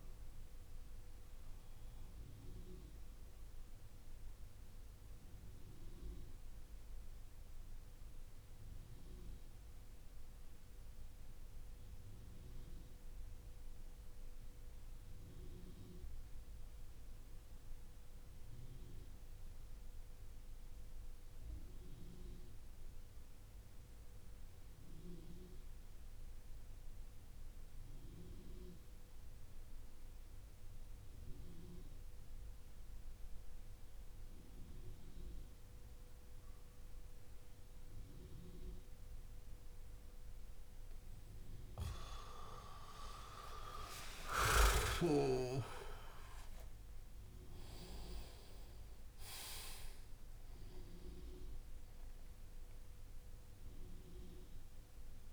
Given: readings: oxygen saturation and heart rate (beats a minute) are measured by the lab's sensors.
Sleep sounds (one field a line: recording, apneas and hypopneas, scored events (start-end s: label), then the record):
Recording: breathing in sleep by a room microphone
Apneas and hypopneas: 1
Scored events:
0.00-1.50 s: oxygen desaturation (device-marked, oxygen 90% lowest)
1.50-41.50 s: mixed apnea (oxygen 96% before, 88% lowest)
3.50-20.50 s: oxygen desaturation (device-marked, oxygen 91% before, 88% lowest)
38.50-54.50 s: oxygen desaturation (device-marked, oxygen 97% before, 92% lowest)
43.00-48.00 s: arousal
From the record:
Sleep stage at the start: N2 (light sleep)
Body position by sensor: on the back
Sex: male